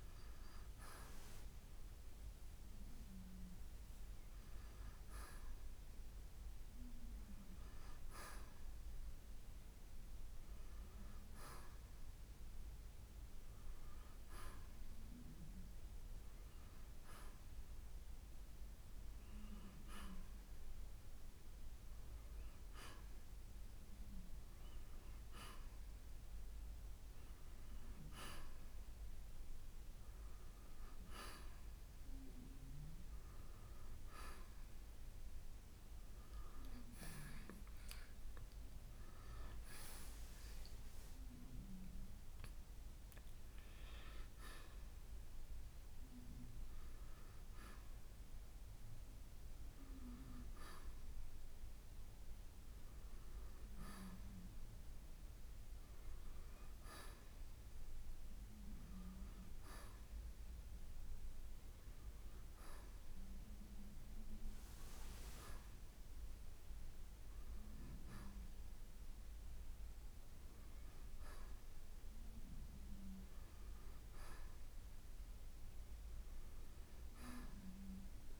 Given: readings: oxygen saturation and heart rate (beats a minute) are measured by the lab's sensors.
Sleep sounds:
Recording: a person awake in a sleep study, by a room microphone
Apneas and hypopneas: none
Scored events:
none scored
From the record:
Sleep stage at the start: awake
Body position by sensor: on the right side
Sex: male

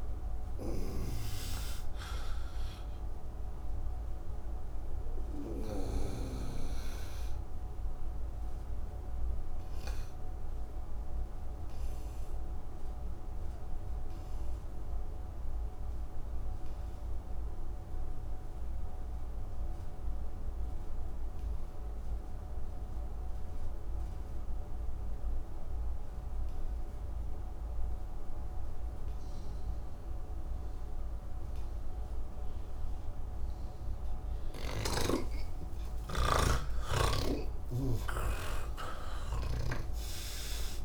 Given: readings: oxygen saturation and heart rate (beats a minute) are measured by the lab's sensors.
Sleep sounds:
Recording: breathing in sleep by a room microphone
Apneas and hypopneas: 1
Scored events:
0.00-21.50 s: oxygen desaturation (device-marked, oxygen 83% lowest, heart rate 150 extreme)
9.00-35.50 s: obstructive apnea (oxygen 98% before, 83% lowest, heart rate 181 before, 150 extreme, up 24 after)
34.50-40.85 s: oxygen desaturation (device-marked, oxygen 99% before, 85% lowest, heart rate 193 before, 150 extreme)
39.50-40.85 s: snoring (device-marked)
From the record:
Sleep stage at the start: N3 (deep sleep)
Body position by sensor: on the back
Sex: male

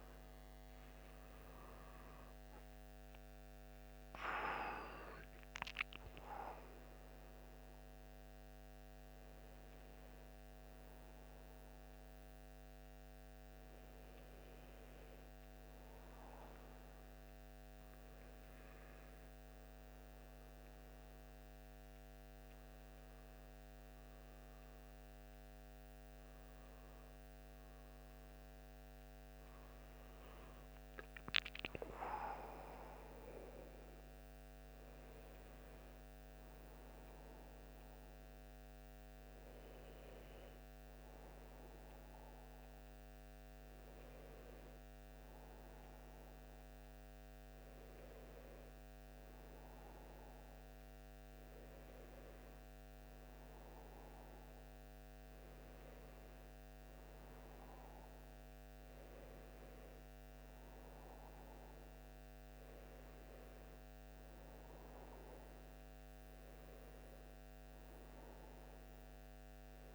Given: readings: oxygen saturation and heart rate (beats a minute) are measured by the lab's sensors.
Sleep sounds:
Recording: a person partly awake in a sleep study, by a microphone on the trachea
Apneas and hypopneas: none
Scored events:
4.50-69.95 s: new sleep stage, N1 (lightest sleep)
From the record:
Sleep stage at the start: awake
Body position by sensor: on the back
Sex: male

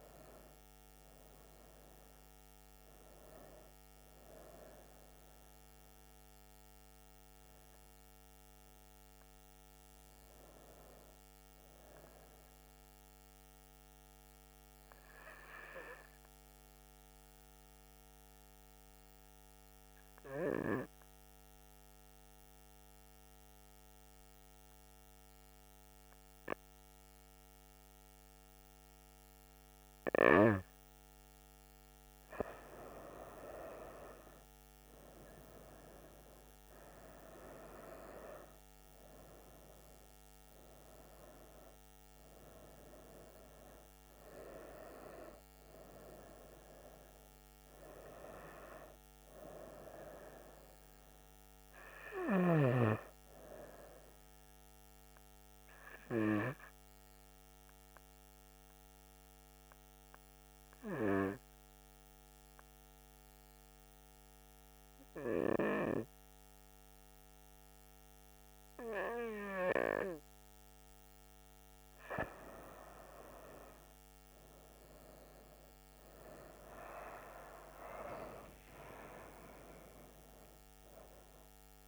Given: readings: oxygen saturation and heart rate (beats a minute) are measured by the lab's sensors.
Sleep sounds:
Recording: breathing in sleep by a microphone on the trachea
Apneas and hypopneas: 2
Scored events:
0.00-2.00 s: oxygen desaturation (device-marked, oxygen 94% lowest, heart rate 68 extreme)
11.50-14.50 s: arousal
19.00-30.50 s: central apnea (oxygen 97% before, 93% lowest, heart rate 73 before, 68 extreme, up 9 after)
29.00-52.00 s: oxygen desaturation (device-marked, oxygen 97% before, 93% lowest, heart rate 69 before, 68 extreme)
34.00-37.50 s: arousal
56.00-71.00 s: hypopnea (oxygen 97% before, 93% lowest, heart rate 75 before, 68 extreme, up 9 after)
74.00-78.00 s: arousal
75.00-81.87 s: oxygen desaturation (device-marked, oxygen 97% before, 93% lowest, heart rate 70 before, 66 extreme)
From the record:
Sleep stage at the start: N2 (light sleep)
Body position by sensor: on the back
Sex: female

